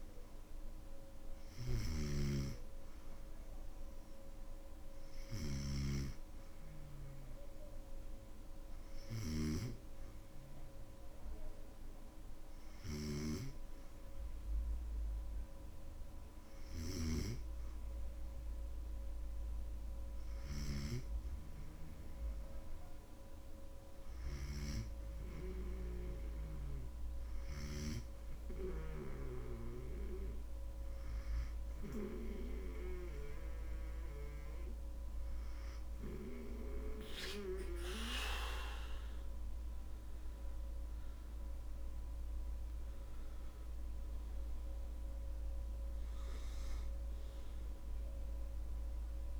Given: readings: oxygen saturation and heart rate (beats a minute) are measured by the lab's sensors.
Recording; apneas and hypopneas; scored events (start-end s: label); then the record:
breathing in sleep by a room microphone; none
0.00-5.50 s: snoring (device-marked)
16.50-20.50 s: snoring (device-marked)
From the record:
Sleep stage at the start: N2 (light sleep); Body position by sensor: on the back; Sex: male